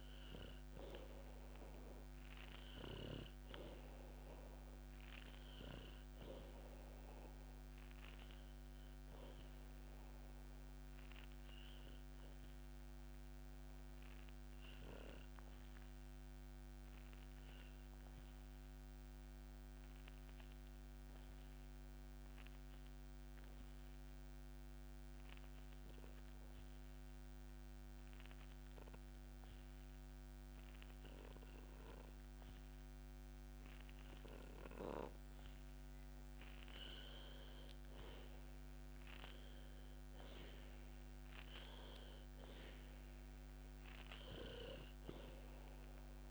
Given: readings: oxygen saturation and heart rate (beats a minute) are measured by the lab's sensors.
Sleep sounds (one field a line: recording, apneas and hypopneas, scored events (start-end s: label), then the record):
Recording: breathing in sleep by a microphone on the trachea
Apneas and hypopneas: 1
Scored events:
0.00-25.00 s: oxygen desaturation (device-marked, oxygen 90% lowest, heart rate 60 extreme)
11.00-35.00 s: obstructive apnea (oxygen 98% before, 90% lowest, heart rate 70 before, 60 extreme, up 5 after)
38.50-42.50 s: arousal
From the record:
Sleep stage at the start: N2 (light sleep)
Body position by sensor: on the back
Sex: male